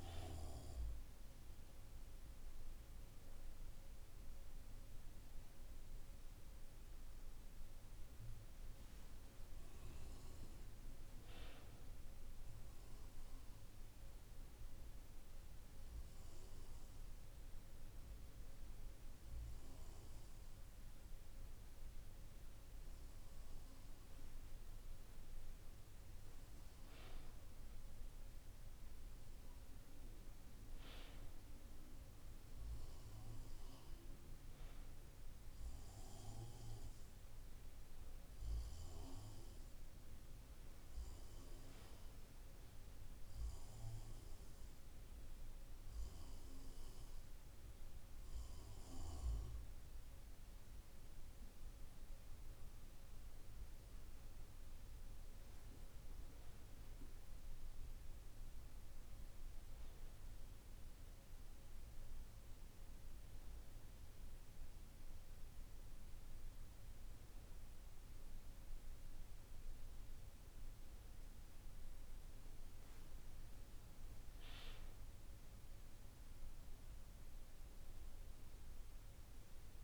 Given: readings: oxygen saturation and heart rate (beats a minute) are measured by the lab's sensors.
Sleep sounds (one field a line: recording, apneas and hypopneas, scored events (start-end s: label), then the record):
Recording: breathing in sleep, hard to hear, by a room microphone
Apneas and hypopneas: 2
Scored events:
13.00-25.50 s: obstructive apnea (oxygen 96% before, 93% lowest, heart rate 52 before, 49 extreme, up 3 after)
19.00-79.84 s: new sleep stage, N2 (light sleep)
28.00-31.50 s: arousal
42.00-54.50 s: hypopnea (oxygen 96% before, 92% lowest, heart rate 50 before, 48 extreme, up 3 after)
57.00-61.00 s: arousal
From the record:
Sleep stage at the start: N1 (lightest sleep)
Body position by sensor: on the back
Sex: male